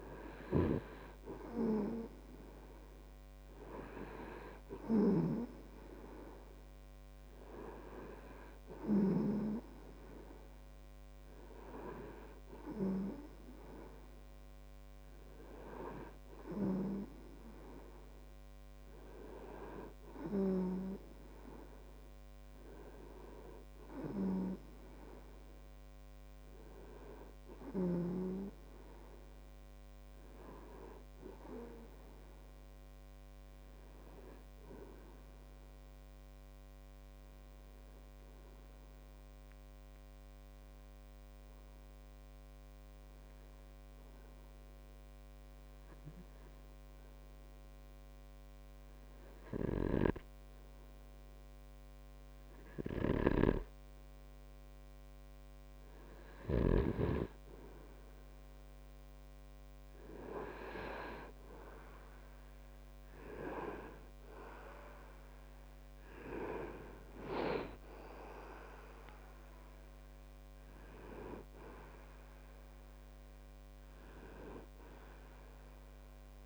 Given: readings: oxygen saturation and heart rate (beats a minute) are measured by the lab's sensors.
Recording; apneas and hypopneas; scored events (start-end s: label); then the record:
breathing in sleep by a microphone on the trachea; 1
40.50-55.50 s: obstructive apnea (oxygen 99% before, 95% lowest)
50.00-57.00 s: snoring (device-marked)
60.00-65.50 s: arousal
From the record:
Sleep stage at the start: REM sleep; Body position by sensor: on the right side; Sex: male